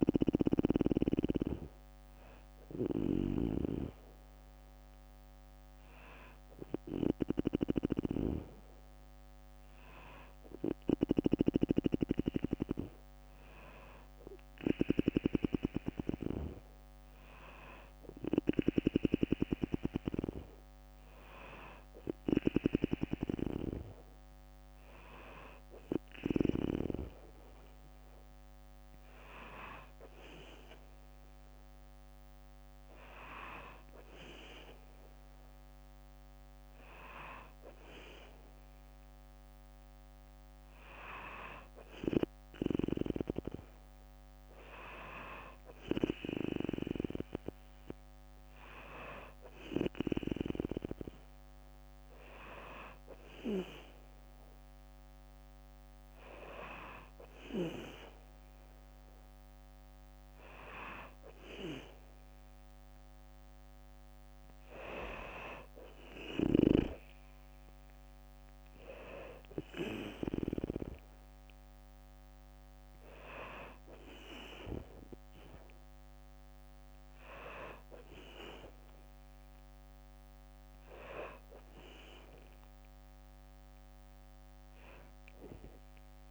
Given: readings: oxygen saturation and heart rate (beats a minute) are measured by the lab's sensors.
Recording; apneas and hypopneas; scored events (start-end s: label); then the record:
breathing in sleep by a microphone on the trachea; none
0.00-2.50 s: drop in pulse transit time (device-marked, heart rate 61 extreme)
0.00-3.50 s: oxygen desaturation (device-marked, oxygen 94% lowest, heart rate 59 extreme)
0.50-2.50 s: bradycardia (device-marked, heart rate 63 before, 61 extreme)
21.50-26.00 s: snoring (device-marked)
63.50-75.50 s: drop in pulse transit time (device-marked, heart rate 64 before, 63 extreme)
79.50-84.50 s: bradycardia (device-marked, heart rate 64 before, 59 extreme)
From the record:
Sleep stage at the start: N2 (light sleep); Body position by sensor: on the back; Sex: female